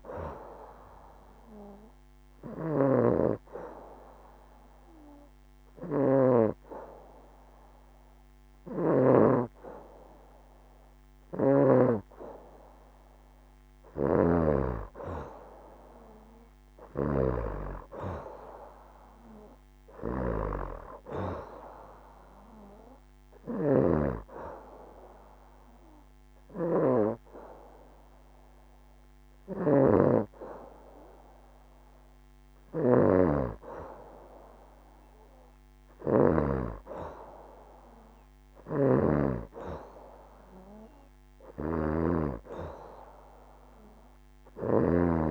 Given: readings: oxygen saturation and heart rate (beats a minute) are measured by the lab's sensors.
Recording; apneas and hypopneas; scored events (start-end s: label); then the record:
breathing in sleep by a microphone on the trachea; 2
0.00-8.50 s: snoring (device-marked)
1.00-13.50 s: hypopnea (oxygen 94% before, 89% lowest, heart rate 71 before, 69 extreme, up 1 after)
10.50-17.00 s: snoring (device-marked)
15.50-18.50 s: arousal
23.00-36.00 s: snoring (device-marked)
23.50-33.50 s: hypopnea (oxygen 93% before, 89% lowest, heart rate 71 before, 69 extreme, up 1 after)
24.00-36.00 s: oxygen desaturation (device-marked, oxygen 93% before, 89% lowest, heart rate 71 before, 69 extreme)
38.00-41.50 s: arousal
38.00-45.31 s: snoring (device-marked)
From the record:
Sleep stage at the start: N2 (light sleep); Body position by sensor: on the back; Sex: female